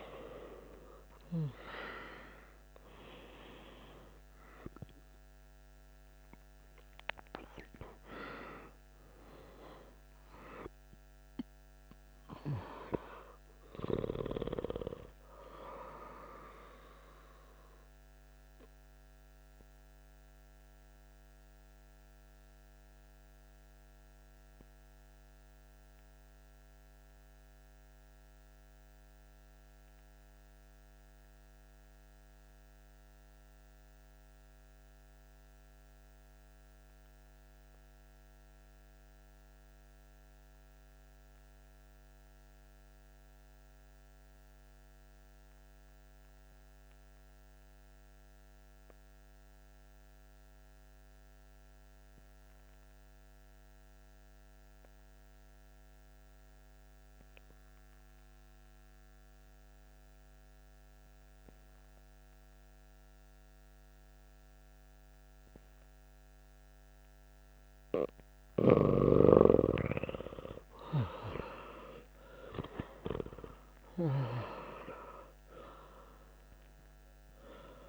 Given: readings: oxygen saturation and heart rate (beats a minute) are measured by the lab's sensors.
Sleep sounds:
breathing in sleep by a microphone on the trachea; 1
0.00-4.50 s: arousal
0.00-23.50 s: oxygen desaturation (device-marked, oxygen 89% lowest)
18.50-67.00 s: mixed apnea (oxygen 95% before, 88% lowest)
51.50-77.89 s: oxygen desaturation (device-marked, oxygen 97% before, 88% lowest)
69.50-74.00 s: arousal
From the record:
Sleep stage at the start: N2 (light sleep); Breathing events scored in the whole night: 160 in 3.0 hours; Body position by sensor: on the back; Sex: male

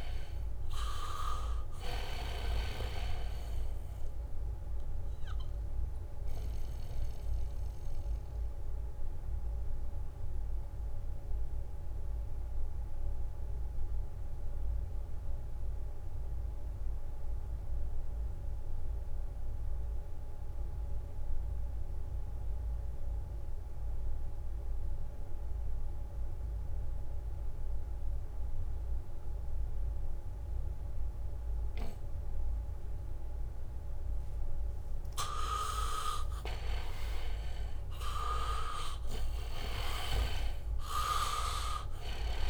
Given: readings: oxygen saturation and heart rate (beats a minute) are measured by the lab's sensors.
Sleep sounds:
breathing in sleep by a room microphone; 1
0.00-21.00 s: oxygen desaturation (device-marked, oxygen 79% lowest, heart rate 65 extreme)
5.50-33.50 s: mixed apnea (oxygen 99% before, 79% lowest, heart rate 67 before, 65 extreme)
31.00-42.50 s: oxygen desaturation (device-marked, oxygen 99% before, 80% lowest, heart rate 71 before, 63 extreme)
36.00-39.50 s: arousal
37.50-42.50 s: leg movement (device-marked)
From the record:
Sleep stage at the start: N2 (light sleep); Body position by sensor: on the back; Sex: male

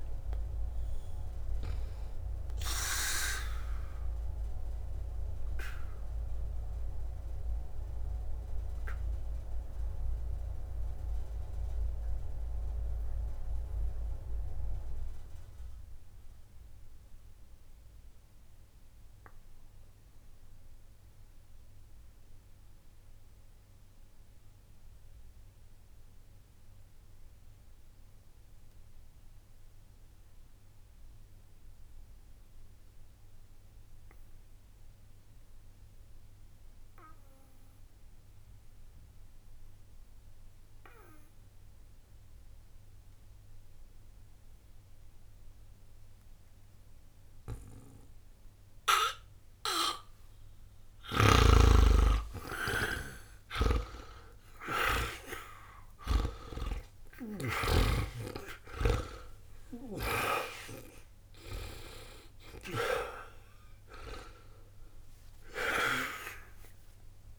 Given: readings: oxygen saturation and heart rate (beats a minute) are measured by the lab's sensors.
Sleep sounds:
breathing in sleep by a room microphone; 1
0.00-26.50 s: oxygen desaturation (device-marked, oxygen 80% lowest, heart rate 60 extreme)
2.00-51.00 s: obstructive apnea (oxygen 99% before, 76% lowest, heart rate 63 before, 60 extreme, up 0 after)
44.50-67.39 s: oxygen desaturation (device-marked, oxygen 98% before, 76% lowest, heart rate 60 before, 59 extreme)
51.00-57.50 s: snoring (device-marked)
52.00-55.50 s: arousal
65.00-67.39 s: arousal
From the record:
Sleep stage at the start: N2 (light sleep); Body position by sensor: on the back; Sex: male

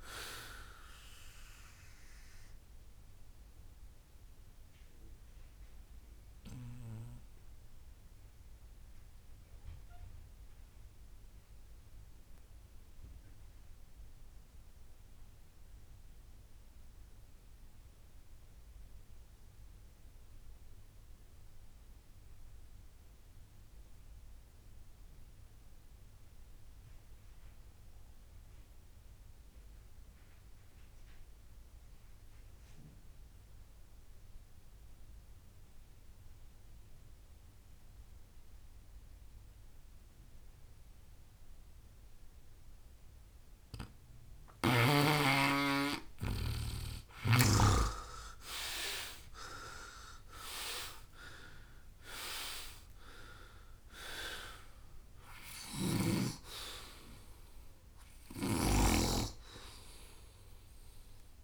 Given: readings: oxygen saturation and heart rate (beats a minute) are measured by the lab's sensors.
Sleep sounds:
breathing in sleep by a room microphone; 1
0.00-19.00 s: oxygen desaturation (device-marked, oxygen 88% lowest, heart rate 58 extreme)
2.50-43.50 s: mixed apnea (oxygen 98% before, 88% lowest, heart rate 73 before, 58 extreme, up 17 after)
35.00-61.44 s: oxygen desaturation (device-marked, oxygen 98% before, 88% lowest, heart rate 61 before, 57 extreme)
46.50-51.00 s: arousal
From the record:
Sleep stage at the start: N2 (light sleep); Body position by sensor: on the right side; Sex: male

